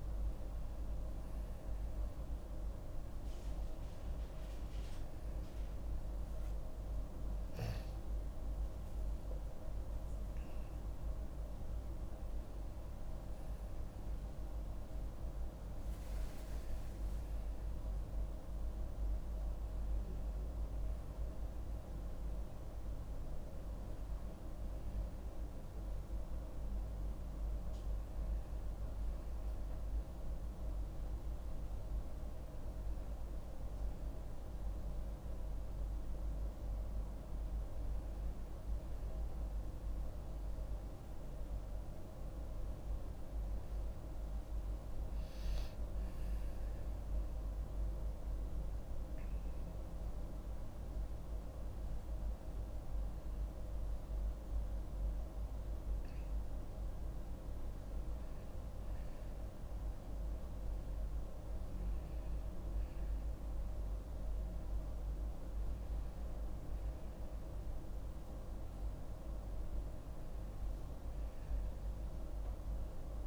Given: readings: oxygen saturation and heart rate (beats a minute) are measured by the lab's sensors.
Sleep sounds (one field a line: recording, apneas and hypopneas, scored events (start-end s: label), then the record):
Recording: a person awake in a sleep study, hard to hear, by a room microphone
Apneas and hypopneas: none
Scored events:
none scored
From the record:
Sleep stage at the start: awake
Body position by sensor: on the back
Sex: female